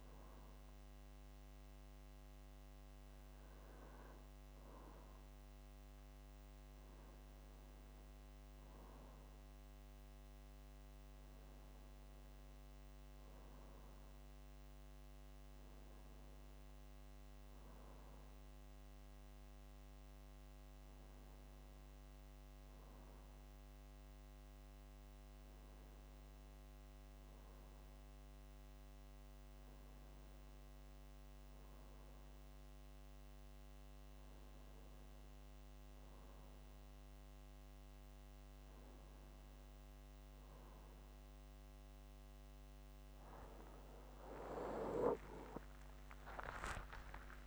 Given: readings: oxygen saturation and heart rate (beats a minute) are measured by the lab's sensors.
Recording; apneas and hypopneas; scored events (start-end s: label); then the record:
breathing in sleep by a microphone on the trachea; none
36.00-47.47 s: new sleep stage, awake
From the record:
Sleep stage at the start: N2 (light sleep); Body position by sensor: on the back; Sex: male